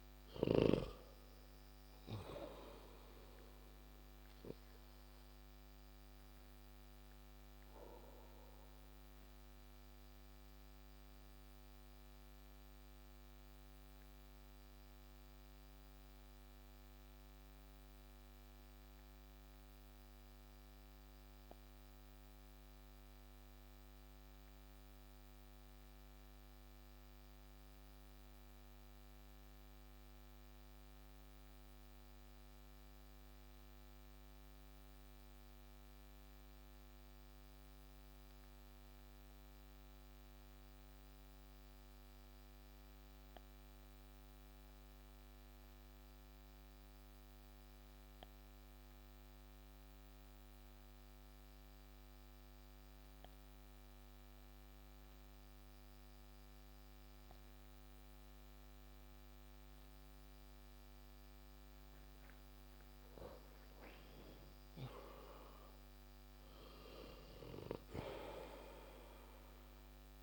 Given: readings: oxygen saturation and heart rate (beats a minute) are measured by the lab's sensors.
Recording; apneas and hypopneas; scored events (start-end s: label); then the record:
breathing in sleep by a microphone on the trachea; 1
0.00-10.00 s: oxygen desaturation (device-marked, oxygen 91% lowest)
7.00-61.00 s: obstructive apnea (oxygen 95% before, 90% lowest)
63.00-67.00 s: arousal
From the record:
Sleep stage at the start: N2 (light sleep); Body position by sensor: on the back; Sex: male